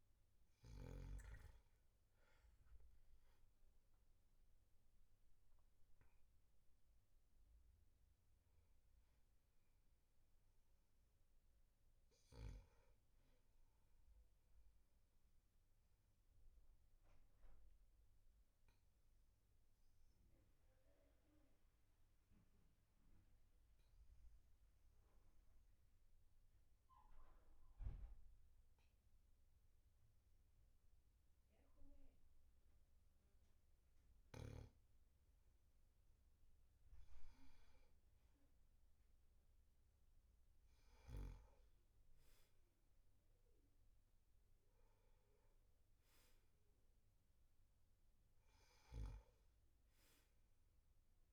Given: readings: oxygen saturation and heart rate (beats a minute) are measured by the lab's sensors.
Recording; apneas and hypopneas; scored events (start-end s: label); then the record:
breathing in sleep, hard to hear, by a room microphone; 1
0.00-1.50 s: snoring (device-marked)
15.00-33.50 s: obstructive apnea (oxygen 100% before, 96% lowest, heart rate 54 before, 44 extreme, up 3 after)
37.00-41.50 s: arousal
From the record:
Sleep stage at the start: N2 (light sleep); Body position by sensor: on the back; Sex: male